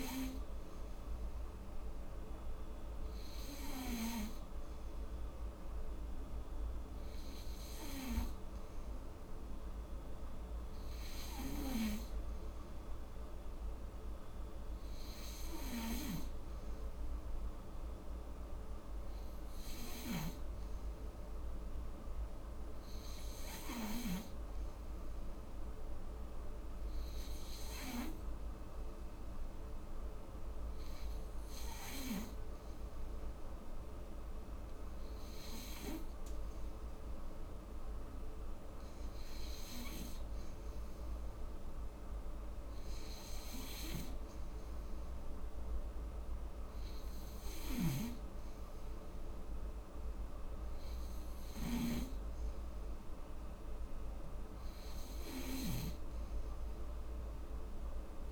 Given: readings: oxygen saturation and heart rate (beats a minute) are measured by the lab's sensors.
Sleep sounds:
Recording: breathing in sleep by a room microphone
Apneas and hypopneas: none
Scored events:
47.50-56.00 s: snoring (device-marked)
From the record:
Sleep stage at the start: N3 (deep sleep)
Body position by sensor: on the back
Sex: female

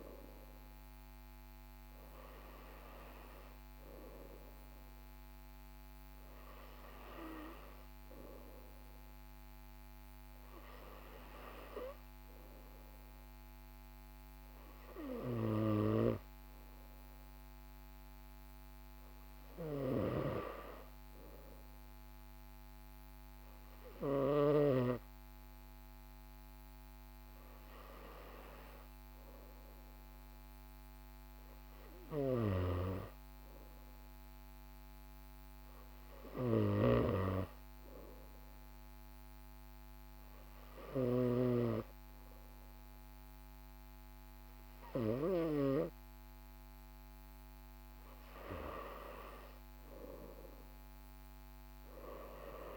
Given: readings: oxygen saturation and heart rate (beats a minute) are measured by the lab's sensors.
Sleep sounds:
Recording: breathing in sleep by a microphone on the trachea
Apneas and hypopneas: none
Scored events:
none scored
From the record:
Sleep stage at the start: N2 (light sleep)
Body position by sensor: on the right side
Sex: male

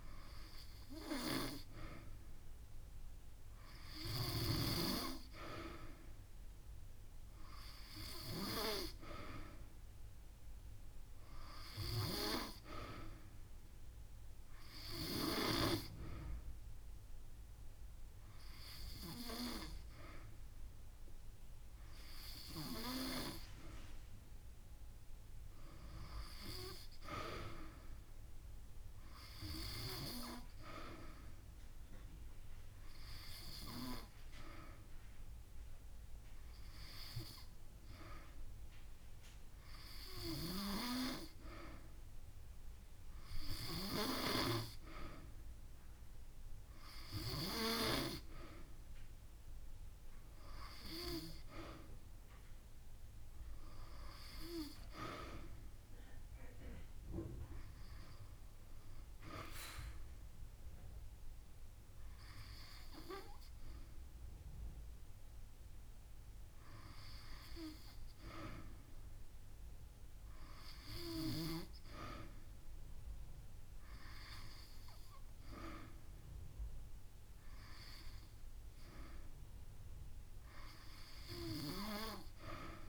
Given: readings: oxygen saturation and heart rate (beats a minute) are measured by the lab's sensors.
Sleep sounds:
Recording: breathing in sleep by a room microphone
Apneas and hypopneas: none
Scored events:
5.00-11.00 s: drop in pulse transit time (device-marked)
5.50-7.50 s: long interval between heartbeats (device-marked)
10.50-12.50 s: long interval between heartbeats (device-marked)
21.00-23.00 s: long interval between heartbeats (device-marked)
74.00-76.00 s: long interval between heartbeats (device-marked)
From the record:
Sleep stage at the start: N2 (light sleep)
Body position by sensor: on the back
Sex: female

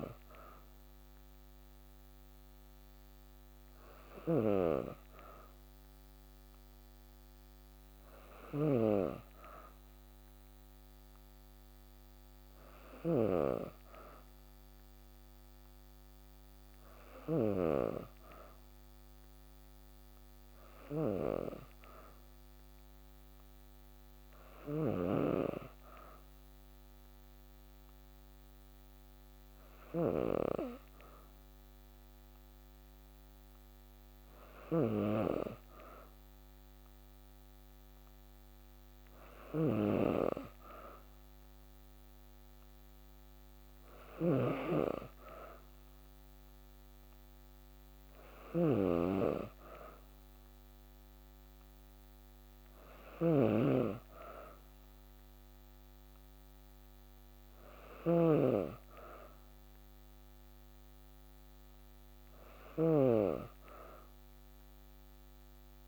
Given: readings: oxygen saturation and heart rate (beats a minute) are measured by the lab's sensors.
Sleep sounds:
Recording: breathing in sleep by a microphone on the trachea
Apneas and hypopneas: none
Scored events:
0.00-17.00 s: snoring (device-marked)
24.00-65.88 s: snoring (device-marked)
From the record:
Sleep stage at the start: N2 (light sleep)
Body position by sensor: on the back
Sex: female

